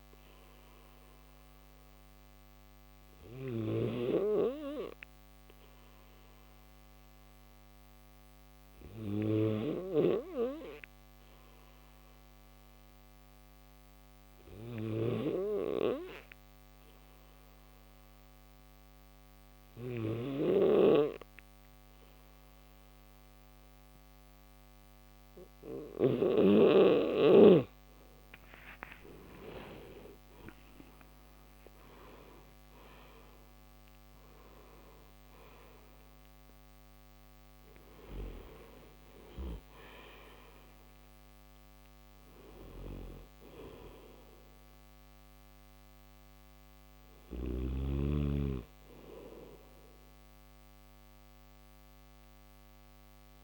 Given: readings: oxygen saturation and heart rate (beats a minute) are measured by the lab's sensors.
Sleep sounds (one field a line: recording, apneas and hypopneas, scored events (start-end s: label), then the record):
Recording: breathing in sleep by a microphone on the trachea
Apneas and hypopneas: 1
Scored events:
0.00-3.50 s: snoring (device-marked)
9.50-26.00 s: snoring (device-marked)
12.00-25.00 s: hypopnea (oxygen 94% before, 89% lowest, heart rate 76 before, 74 extreme, up 9 after)
34.00-53.43 s: oxygen desaturation (device-marked, oxygen 92% before, 89% lowest, heart rate 77 before, 69 extreme)
38.50-47.00 s: snoring (device-marked)
From the record:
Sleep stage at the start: N3 (deep sleep)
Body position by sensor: on the back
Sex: male